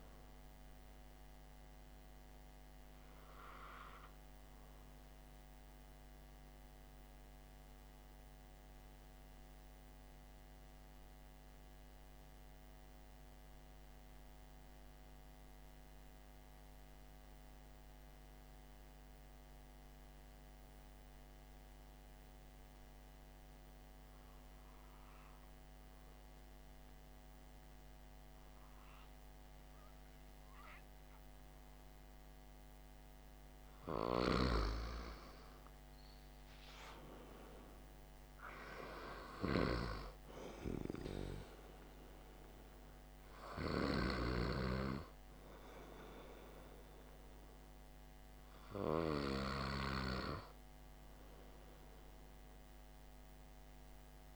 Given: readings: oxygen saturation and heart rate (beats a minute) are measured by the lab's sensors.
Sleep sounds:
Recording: breathing in sleep by a microphone on the trachea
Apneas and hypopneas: 1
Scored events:
7.00-31.50 s: mixed apnea (oxygen 96% before, 94% lowest, heart rate 56 before, 52 extreme, up 9 after)
33.50-36.00 s: arousal
From the record:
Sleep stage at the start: N2 (light sleep)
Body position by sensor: on the back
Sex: male

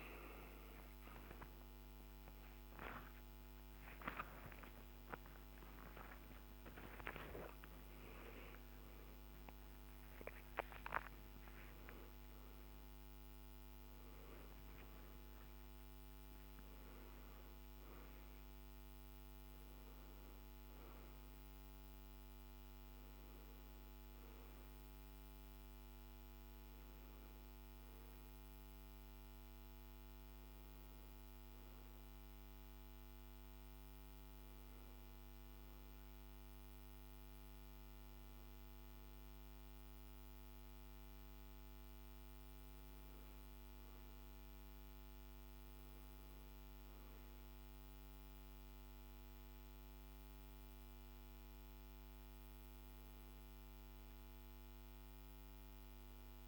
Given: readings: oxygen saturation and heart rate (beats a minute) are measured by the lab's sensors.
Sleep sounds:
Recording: a person partly awake in a sleep study, by a microphone on the trachea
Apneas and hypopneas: none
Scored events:
1.00-6.00 s: tachycardia (device-marked, heart rate 77 before, 109 extreme)
21.00-56.48 s: new sleep stage, N1 (lightest sleep)
From the record:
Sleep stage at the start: awake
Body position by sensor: on the back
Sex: male

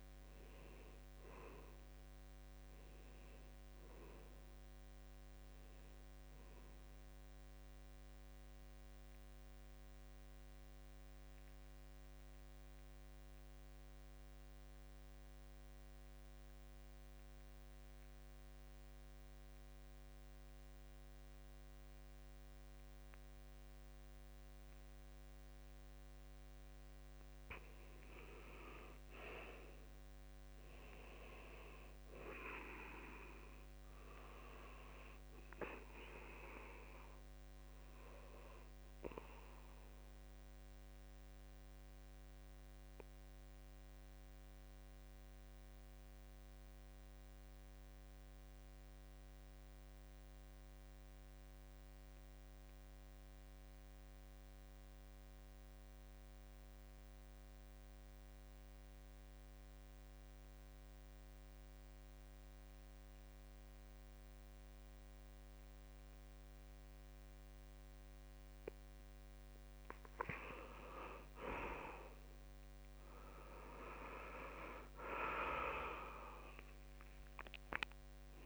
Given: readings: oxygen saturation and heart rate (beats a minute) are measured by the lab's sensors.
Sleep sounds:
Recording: breathing in sleep by a microphone on the trachea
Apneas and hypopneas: 2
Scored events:
0.50-4.50 s: arousal
7.00-26.50 s: mixed apnea (oxygen 97% before, 82% lowest, heart rate 82 before, 67 extreme, up 5 after)
15.50-49.50 s: oxygen desaturation (device-marked, oxygen 96% before, 86% lowest, heart rate 73 before, 68 extreme)
28.50-32.00 s: arousal
40.50-71.00 s: obstructive apnea (oxygen 95% before, 82% lowest, heart rate 73 before, 64 extreme, up 7 after)
60.50-78.46 s: oxygen desaturation (device-marked, oxygen 94% before, 82% lowest, heart rate 69 before, 64 extreme)
73.00-77.00 s: arousal
From the record:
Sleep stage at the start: N2 (light sleep)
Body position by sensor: on the back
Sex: male

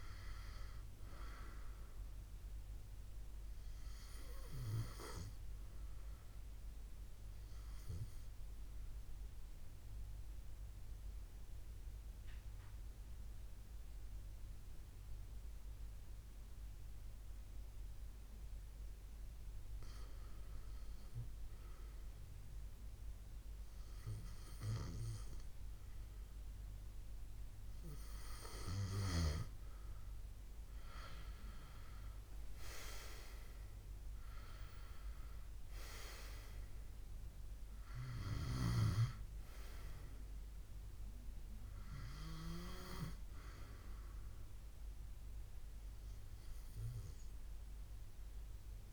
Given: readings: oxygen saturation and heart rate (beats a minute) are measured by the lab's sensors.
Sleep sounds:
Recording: breathing in sleep by a room microphone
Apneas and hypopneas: 1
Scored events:
4.00-27.50 s: hypopnea (oxygen 98% before, 93% lowest, heart rate 75 before, 71 extreme, up 14 after)
29.50-33.50 s: arousal
From the record:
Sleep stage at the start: REM sleep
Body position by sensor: on the left side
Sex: male

